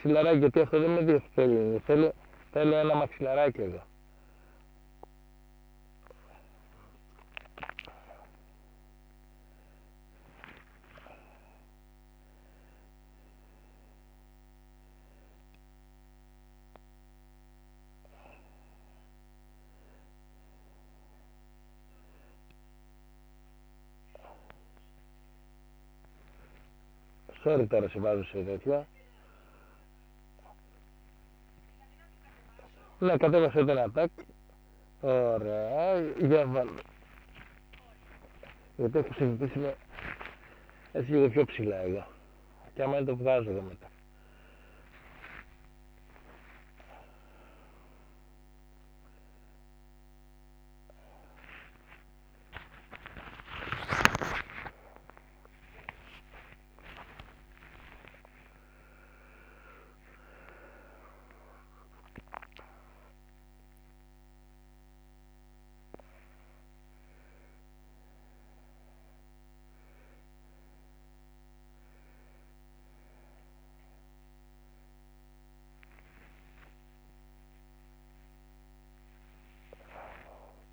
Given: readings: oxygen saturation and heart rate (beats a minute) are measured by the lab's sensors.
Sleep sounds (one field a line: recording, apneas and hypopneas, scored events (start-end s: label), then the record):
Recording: a person awake in a sleep study, by a microphone on the trachea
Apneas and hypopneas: none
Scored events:
27.00-33.00 s: snoring (device-marked)
35.00-39.00 s: snoring (device-marked)
From the record:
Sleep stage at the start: awake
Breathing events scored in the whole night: 235 in 4.4 hours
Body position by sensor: on the back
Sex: male